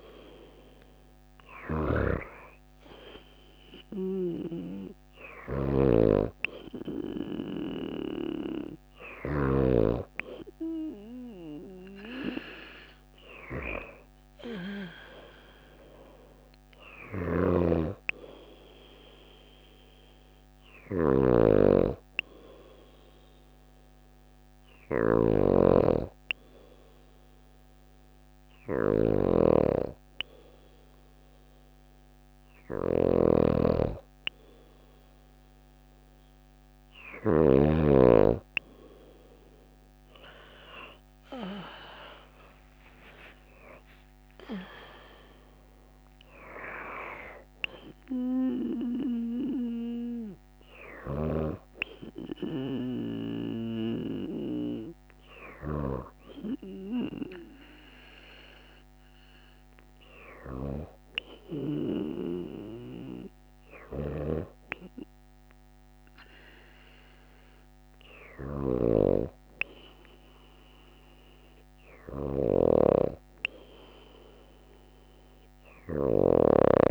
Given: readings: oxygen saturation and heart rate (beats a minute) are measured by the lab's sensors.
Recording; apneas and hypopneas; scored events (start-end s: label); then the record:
breathing in sleep by a microphone on the trachea; none
0.00-1.00 s: snoring (device-marked)
0.00-2.50 s: arousal
3.00-8.50 s: snoring (device-marked)
16.00-36.50 s: snoring (device-marked)
40.50-44.50 s: arousal
50.00-55.00 s: snoring (device-marked)
63.00-76.91 s: snoring (device-marked)
From the record:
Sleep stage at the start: N2 (light sleep); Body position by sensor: on the back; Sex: female